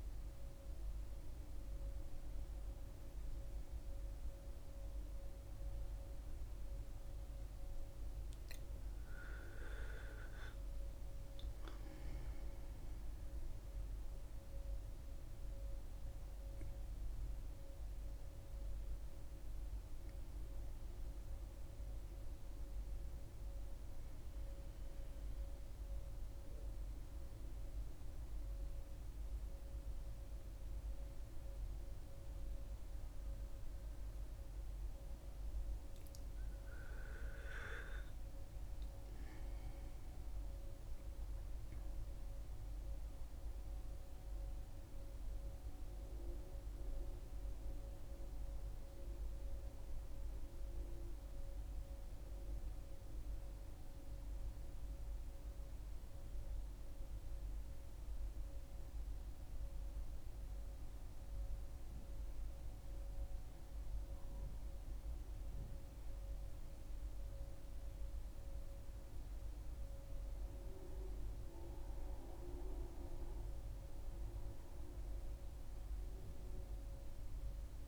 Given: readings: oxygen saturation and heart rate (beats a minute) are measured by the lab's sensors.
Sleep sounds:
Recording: a person awake in a sleep study, by a room microphone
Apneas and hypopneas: none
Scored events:
46.00-77.88 s: new sleep stage, N1 (lightest sleep)
From the record:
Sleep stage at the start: awake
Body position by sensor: on the back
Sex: female

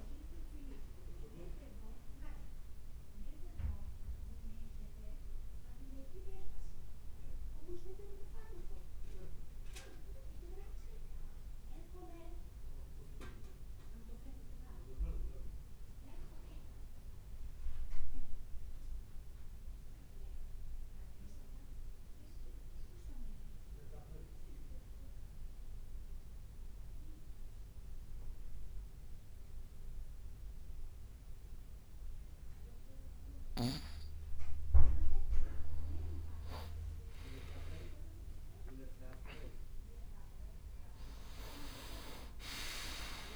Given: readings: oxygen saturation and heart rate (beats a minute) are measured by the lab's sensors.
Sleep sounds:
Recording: breathing in sleep by a room microphone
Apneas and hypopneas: 1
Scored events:
19.50-33.00 s: obstructive apnea (oxygen 96% before, 91% lowest, heart rate 54 before, 51 extreme, up 5 after)
34.50-39.00 s: arousal
35.50-40.00 s: leg movement (device-marked)
41.50-43.36 s: leg movement (device-marked)
From the record:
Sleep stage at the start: N2 (light sleep)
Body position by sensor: on the back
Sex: male

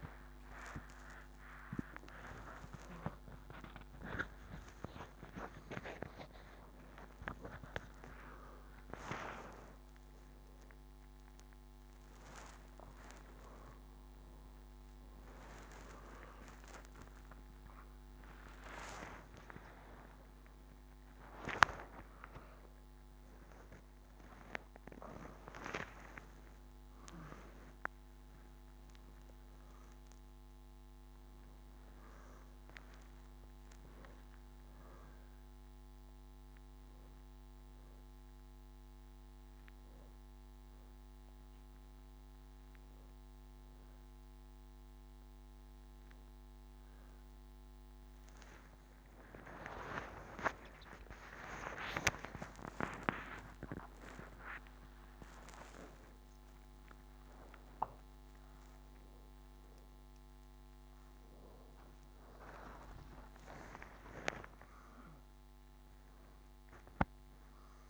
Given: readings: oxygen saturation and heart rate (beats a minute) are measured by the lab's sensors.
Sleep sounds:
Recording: a person awake in a sleep study, by a microphone on the trachea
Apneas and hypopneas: none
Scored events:
2.00-15.00 s: oxygen desaturation (device-marked, oxygen 94% before, 91% lowest, heart rate 112 before, 82 extreme)
53.00-55.00 s: long interval between heartbeats (device-marked, heart rate 80 before, 96 extreme)
55.50-57.50 s: long interval between heartbeats (device-marked, heart rate 81 before, 106 extreme)
62.50-64.50 s: long interval between heartbeats (device-marked, heart rate 87 before, 91 extreme)
From the record:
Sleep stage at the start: awake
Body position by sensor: on the back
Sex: female

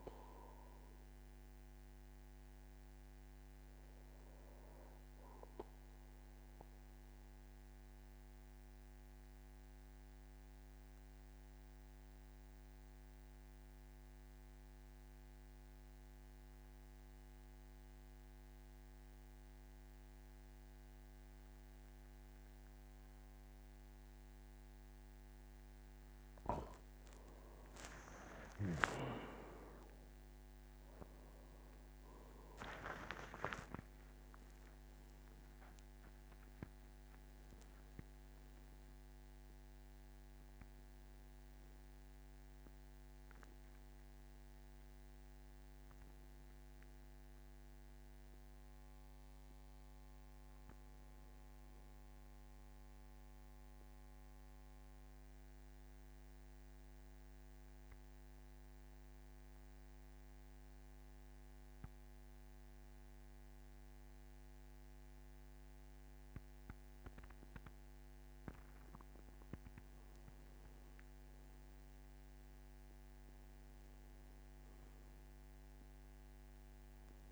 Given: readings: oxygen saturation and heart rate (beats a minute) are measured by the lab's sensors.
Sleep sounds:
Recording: breathing in sleep by a microphone on the trachea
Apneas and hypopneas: 2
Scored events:
7.50-26.00 s: obstructive apnea (oxygen 97% before, 87% lowest, heart rate 55 before, 50 extreme, up 16 after)
26.00-56.00 s: new sleep stage, N1 (lightest sleep)
26.00-57.00 s: oxygen desaturation (device-marked, oxygen 97% before, 87% lowest, heart rate 52 before, 52 extreme)
27.50-33.00 s: arousal
53.00-68.00 s: mixed apnea (oxygen 96% before, 90% lowest, heart rate 60 before, 47 extreme, up 12 after)
56.00-77.32 s: new sleep stage, N2 (light sleep)
70.50-74.50 s: arousal
75.00-77.32 s: oxygen desaturation (device-marked, oxygen 99% before, 93% lowest, heart rate 56 before, 47 extreme)
From the record:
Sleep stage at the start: N2 (light sleep)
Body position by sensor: on the back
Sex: male

